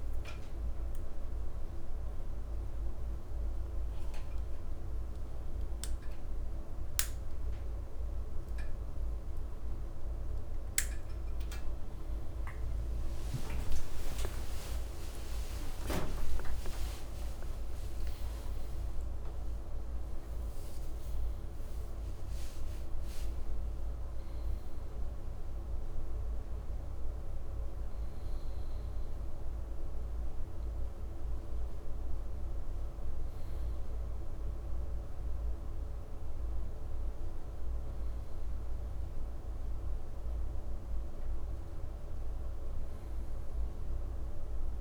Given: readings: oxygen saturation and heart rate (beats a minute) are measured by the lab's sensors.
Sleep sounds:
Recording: a person partly awake in a sleep study, hard to hear, by a room microphone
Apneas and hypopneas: none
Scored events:
11.50-18.50 s: tachycardia (device-marked, heart rate 66 before, 134 extreme)
15.50-44.81 s: new sleep stage, N1 (lightest sleep)
From the record:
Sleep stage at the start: awake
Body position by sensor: on the right side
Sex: male

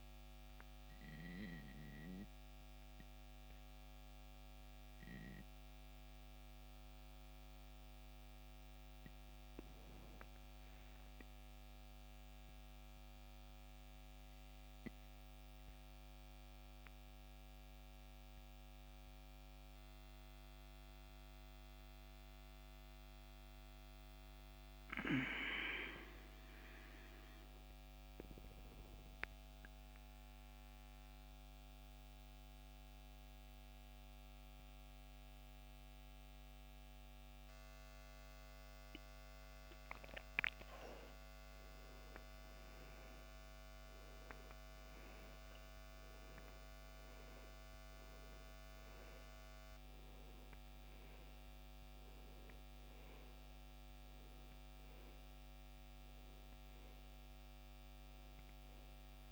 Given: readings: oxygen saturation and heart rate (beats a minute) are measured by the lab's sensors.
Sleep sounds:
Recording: breathing in sleep by a microphone on the trachea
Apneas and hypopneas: 1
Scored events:
10.50-27.00 s: obstructive apnea (oxygen 98% before, 91% lowest, heart rate 72 before, 58 extreme, up 7 after)
28.50-33.00 s: arousal
From the record:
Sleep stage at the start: N2 (light sleep)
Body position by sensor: on the back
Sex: male

